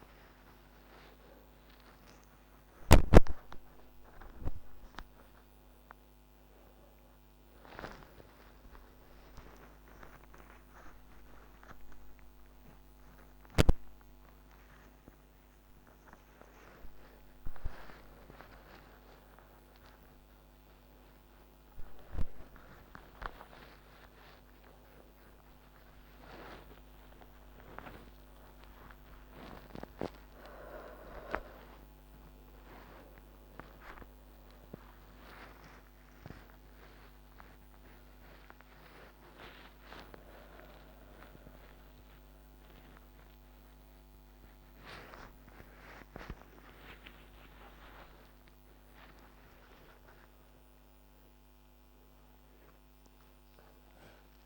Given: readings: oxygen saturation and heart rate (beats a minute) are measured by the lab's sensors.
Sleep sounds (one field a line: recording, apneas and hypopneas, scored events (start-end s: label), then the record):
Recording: a person awake in a sleep study, by a microphone on the trachea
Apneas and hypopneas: none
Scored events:
none scored
From the record:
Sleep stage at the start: awake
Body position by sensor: upright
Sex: female